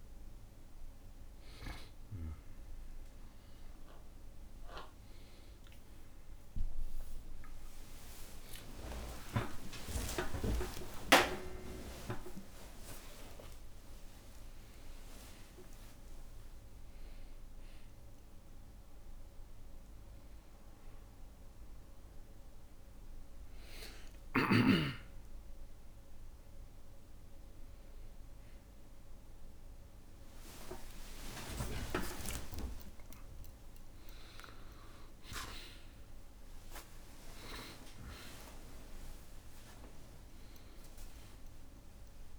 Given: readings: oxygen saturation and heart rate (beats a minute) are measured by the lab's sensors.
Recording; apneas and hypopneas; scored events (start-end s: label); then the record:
breathing in sleep by a room microphone; none
6.00-10.50 s: arousal
7.00-13.00 s: tachycardia (device-marked, heart rate 60 before, 105 extreme)
9.50-11.50 s: long interval between heartbeats (device-marked, heart rate 62 before, 85 extreme)
13.50-15.50 s: long interval between heartbeats (device-marked, heart rate 70 before, 115 extreme)
29.00-35.00 s: tachycardia (device-marked, heart rate 61 before, 119 extreme)
30.50-32.50 s: long interval between heartbeats (device-marked, heart rate 84 before, 73 extreme)
30.50-36.50 s: arousal
36.00-38.00 s: long interval between heartbeats (device-marked, heart rate 82 before, 107 extreme)
From the record:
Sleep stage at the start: N1 (lightest sleep); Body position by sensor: on the back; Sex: male